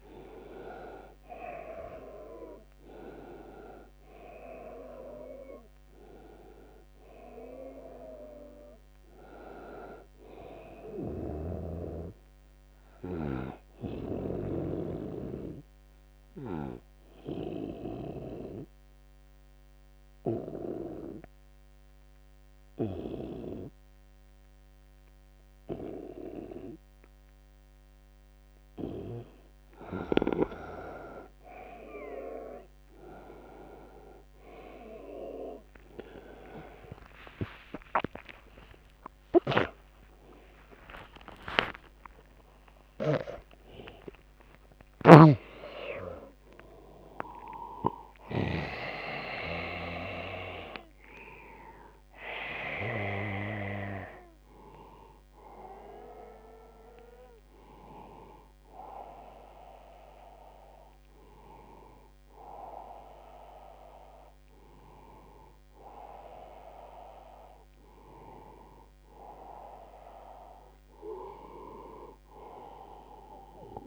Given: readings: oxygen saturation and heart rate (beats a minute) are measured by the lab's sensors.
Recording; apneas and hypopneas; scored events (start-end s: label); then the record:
a person partly awake in a sleep study, by a microphone on the trachea; 1
0.00-1.50 s: tachycardia (device-marked, heart rate 108 extreme)
0.00-20.50 s: oxygen desaturation (device-marked, oxygen 84% lowest, heart rate 73 extreme)
14.50-29.00 s: obstructive apnea (oxygen 99% before, 86% lowest, heart rate 88 before, 73 extreme, up 5 after)
35.50-62.50 s: oxygen desaturation (device-marked, oxygen 98% before, 88% lowest, heart rate 76 before, 75 extreme)
37.50-67.50 s: new sleep stage, awake
38.50-46.50 s: tachycardia (device-marked, heart rate 80 before, 138 extreme)
67.50-73.87 s: new sleep stage, N1 (lightest sleep)
From the record:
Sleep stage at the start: N2 (light sleep); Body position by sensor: on the right side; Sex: male